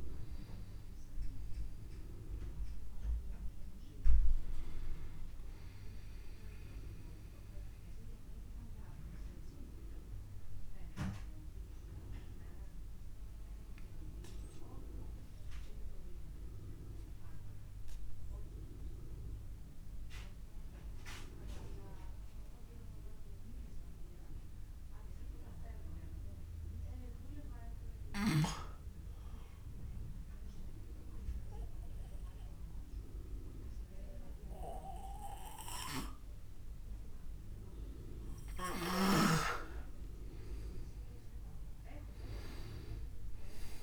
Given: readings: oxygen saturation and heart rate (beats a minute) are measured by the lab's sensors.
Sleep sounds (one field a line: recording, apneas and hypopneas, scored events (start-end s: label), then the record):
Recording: breathing in sleep by a room microphone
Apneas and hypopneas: 1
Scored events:
0.00-21.00 s: oxygen desaturation (device-marked, oxygen 87% lowest)
7.50-37.50 s: obstructive apnea (oxygen 98% before, 87% lowest)
39.50-42.50 s: arousal
From the record:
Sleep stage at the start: N2 (light sleep)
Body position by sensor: on the back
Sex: male